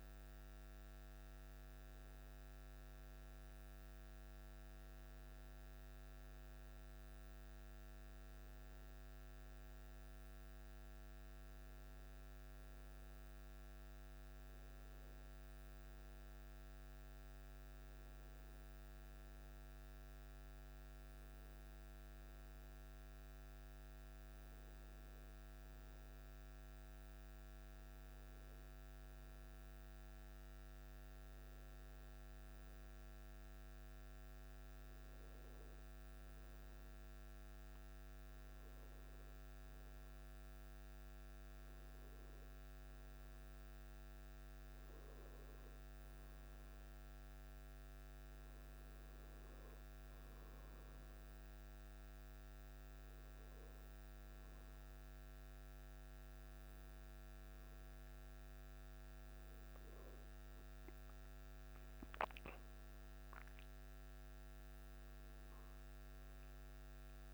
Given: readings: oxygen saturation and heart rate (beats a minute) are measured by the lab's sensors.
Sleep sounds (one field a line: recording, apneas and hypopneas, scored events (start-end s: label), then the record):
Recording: breathing in sleep, hard to hear, by a microphone on the trachea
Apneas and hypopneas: none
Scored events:
none scored
From the record:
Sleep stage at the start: N1 (lightest sleep)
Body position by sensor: on the back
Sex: male